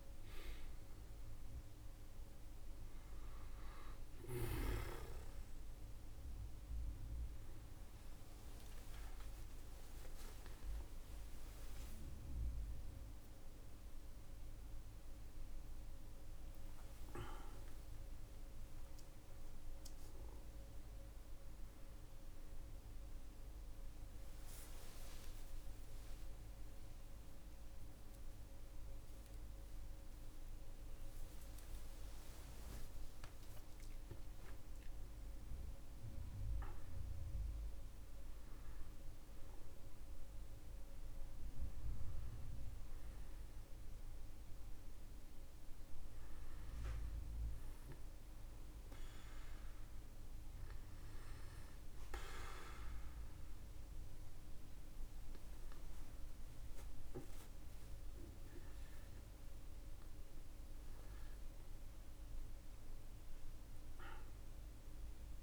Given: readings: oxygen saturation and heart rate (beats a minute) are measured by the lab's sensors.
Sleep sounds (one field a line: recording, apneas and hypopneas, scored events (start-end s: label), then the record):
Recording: a person awake in a sleep study, by a room microphone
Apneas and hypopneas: none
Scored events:
3.00-63.00 s: new sleep stage, awake
8.00-15.00 s: tachycardia (device-marked, heart rate 67 before, 138 extreme)
10.00-29.00 s: oxygen desaturation (device-marked, oxygen 95% before, 92% lowest, heart rate 66 before, 42 extreme)
22.00-33.00 s: tachycardia (device-marked, heart rate 69 before, 172 extreme)
63.00-65.43 s: new sleep stage, N1 (lightest sleep)
From the record:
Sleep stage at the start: N2 (light sleep)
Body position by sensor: on the back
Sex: male